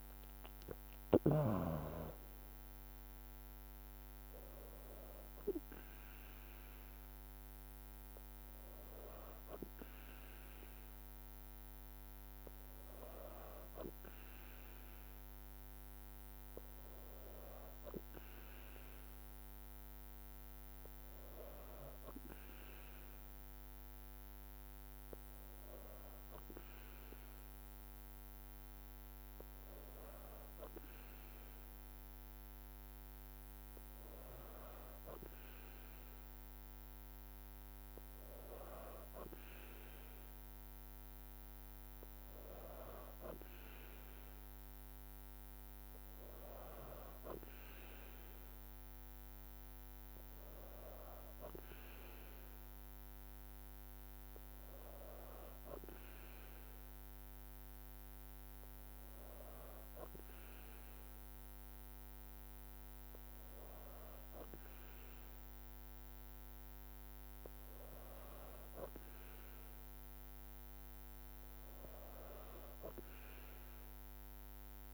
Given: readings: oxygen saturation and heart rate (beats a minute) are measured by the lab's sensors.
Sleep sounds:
breathing in sleep by a microphone on the trachea; none
none scored
From the record:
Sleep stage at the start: N2 (light sleep); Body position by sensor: on the back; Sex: female

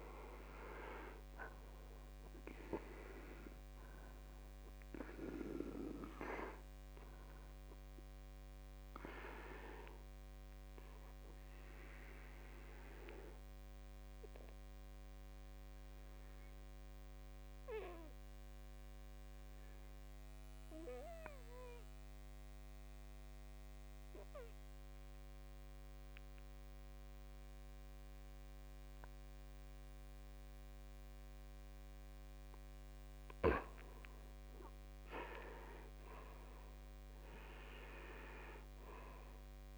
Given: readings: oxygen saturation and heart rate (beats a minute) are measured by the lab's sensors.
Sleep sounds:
breathing in sleep by a microphone on the trachea; 1
0.00-2.00 s: arousal
0.00-29.00 s: oxygen desaturation (device-marked, oxygen 79% lowest, heart rate 53 extreme)
9.00-32.50 s: obstructive apnea (oxygen 98% before, 79% lowest, heart rate 64 before, 53 extreme, up 13 after)
35.00-39.50 s: arousal
From the record:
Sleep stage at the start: N2 (light sleep); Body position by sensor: on the back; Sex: male

